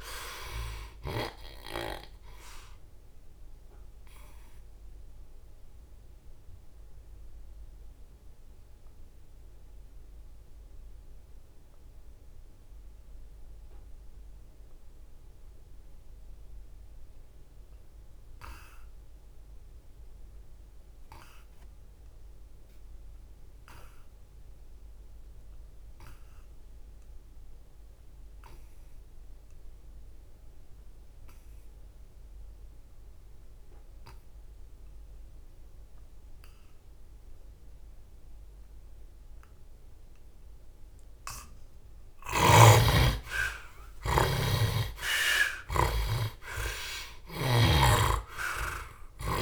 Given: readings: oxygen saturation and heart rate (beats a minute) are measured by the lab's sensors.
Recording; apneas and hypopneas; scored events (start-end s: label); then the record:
breathing in sleep by a room microphone; 1
0.00-23.00 s: oxygen desaturation (device-marked, oxygen 58% lowest, heart rate 64 extreme)
3.00-41.50 s: obstructive apnea (oxygen 83% before, 58% lowest, heart rate 78 before, 64 extreme, up 25 after)
37.00-49.42 s: oxygen desaturation (device-marked, oxygen 79% before, 60% lowest, heart rate 66 before, 64 extreme)
43.50-47.00 s: arousal
From the record:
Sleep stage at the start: N2 (light sleep); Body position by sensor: on the back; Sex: male